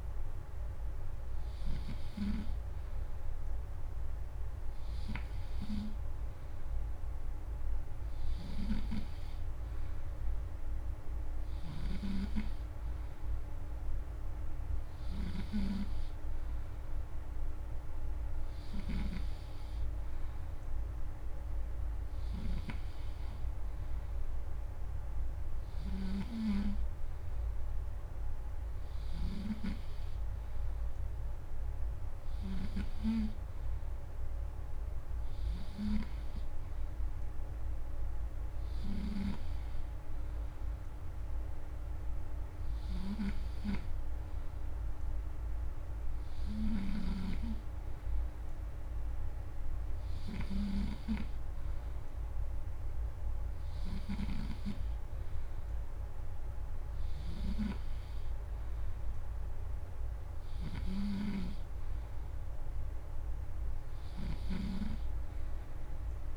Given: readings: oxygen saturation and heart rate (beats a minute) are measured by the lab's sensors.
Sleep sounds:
breathing in sleep by a room microphone; none
8.00-32.50 s: snoring (device-marked)
38.50-66.37 s: snoring (device-marked)
From the record:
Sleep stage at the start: N3 (deep sleep); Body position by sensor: on the back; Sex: male

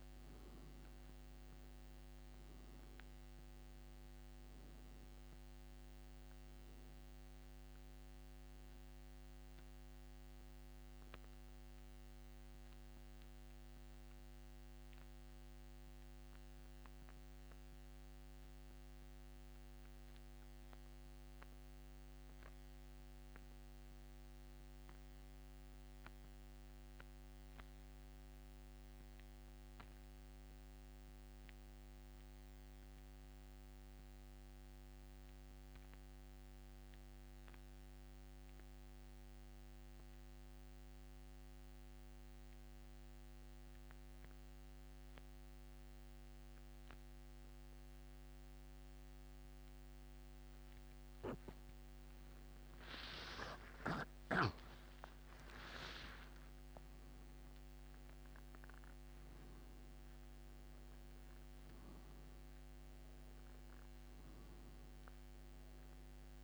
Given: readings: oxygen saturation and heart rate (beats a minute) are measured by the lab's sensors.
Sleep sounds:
breathing in sleep, hard to hear, by a microphone on the trachea; 1
0.00-43.00 s: oxygen desaturation (device-marked, oxygen 86% lowest, heart rate 66 extreme)
15.50-50.00 s: central apnea (oxygen 97% before, 86% lowest, heart rate 90 before, 66 extreme, up 36 after)
54.50-59.00 s: arousal
64.00-66.44 s: oxygen desaturation (device-marked, oxygen 97% before, 86% lowest, heart rate 90 before, 74 extreme)
From the record:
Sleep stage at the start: N2 (light sleep); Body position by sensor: on the back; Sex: male

